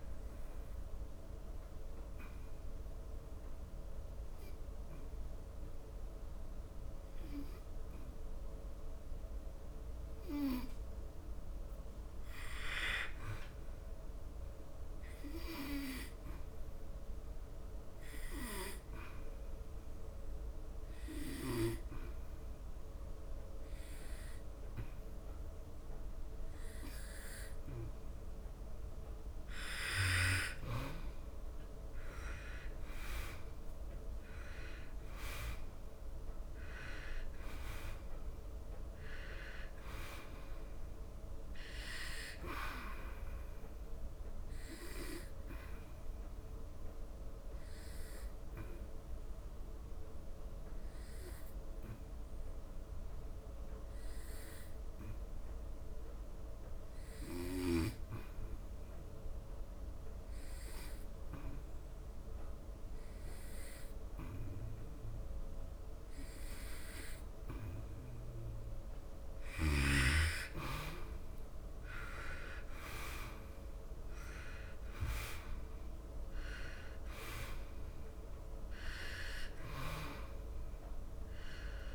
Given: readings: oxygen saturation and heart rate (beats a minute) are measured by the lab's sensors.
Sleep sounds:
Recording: breathing in sleep by a room microphone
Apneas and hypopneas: 2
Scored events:
0.00-17.50 s: oxygen desaturation (device-marked, oxygen 88% lowest, heart rate 71 extreme)
0.50-30.00 s: hypopnea (oxygen 96% before, 89% lowest, heart rate 77 before, 73 extreme, up 10 after)
31.50-35.00 s: arousal
35.50-53.50 s: oxygen desaturation (device-marked, oxygen 97% before, 91% lowest, heart rate 77 before, 69 extreme)
46.00-67.50 s: obstructive apnea (oxygen 99% before, 90% lowest, heart rate 80 before, 69 extreme, up 13 after)
68.50-81.95 s: oxygen desaturation (device-marked, oxygen 98% before, 90% lowest, heart rate 75 before, 70 extreme)
70.00-73.00 s: arousal
From the record:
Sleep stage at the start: N2 (light sleep)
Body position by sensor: on the back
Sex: male

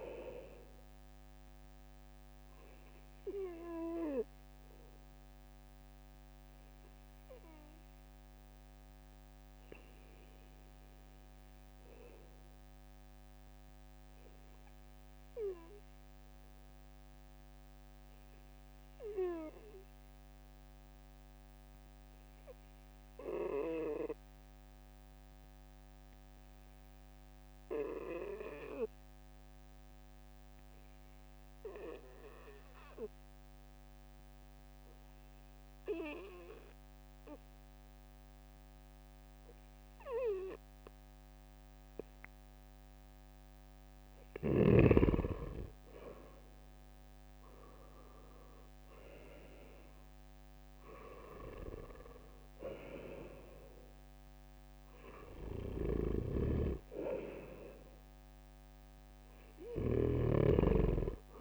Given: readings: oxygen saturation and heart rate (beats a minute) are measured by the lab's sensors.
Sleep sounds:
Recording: breathing in sleep by a microphone on the trachea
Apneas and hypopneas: 1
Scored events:
6.00-17.00 s: oxygen desaturation (device-marked, oxygen 96% before, 93% lowest, heart rate 67 before, 65 extreme)
6.00-43.00 s: obstructive apnea (oxygen 97% before, 92% lowest, heart rate 67 before, 65 extreme, up 5 after)
44.50-50.00 s: arousal
55.50-59.50 s: snoring (device-marked)
From the record:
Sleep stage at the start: N2 (light sleep)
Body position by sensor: on the right side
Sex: male

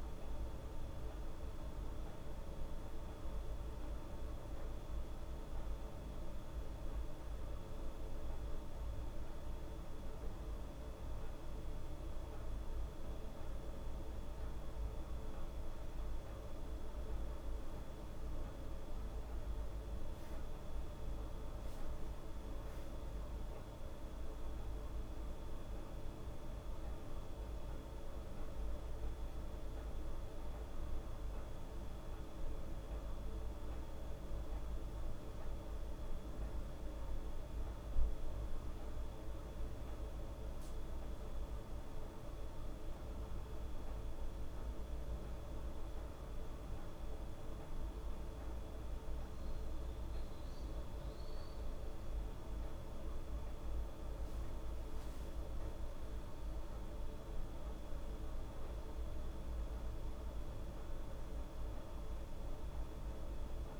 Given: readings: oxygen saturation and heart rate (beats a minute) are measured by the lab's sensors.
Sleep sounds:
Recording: breathing in sleep, hard to hear, by a room microphone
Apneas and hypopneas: 2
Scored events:
0.00-5.00 s: oxygen desaturation (device-marked, oxygen 98% before, 95% lowest, heart rate 117 before, 70 extreme)
3.00-14.50 s: hypopnea (oxygen 98% before, 95% lowest, heart rate 114 before, 70 extreme, up 4 after)
19.00-24.50 s: arousal
29.00-44.00 s: hypopnea (oxygen 98% before, 95% lowest, heart rate 72 before, 72 extreme, up 1 after)
50.00-56.00 s: arousal
From the record:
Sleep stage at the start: N1 (lightest sleep)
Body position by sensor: on the back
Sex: female

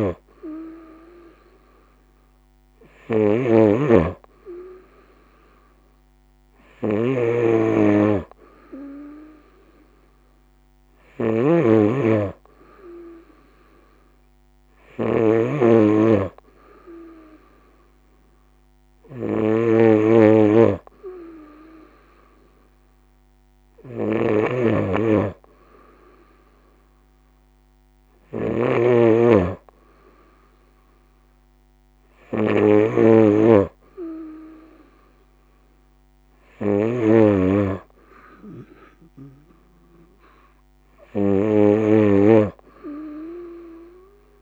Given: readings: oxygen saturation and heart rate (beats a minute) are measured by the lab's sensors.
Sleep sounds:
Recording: breathing in sleep by a microphone on the trachea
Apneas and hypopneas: none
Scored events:
0.00-44.42 s: snoring (device-marked)
From the record:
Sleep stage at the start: N2 (light sleep)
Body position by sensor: on the right side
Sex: female

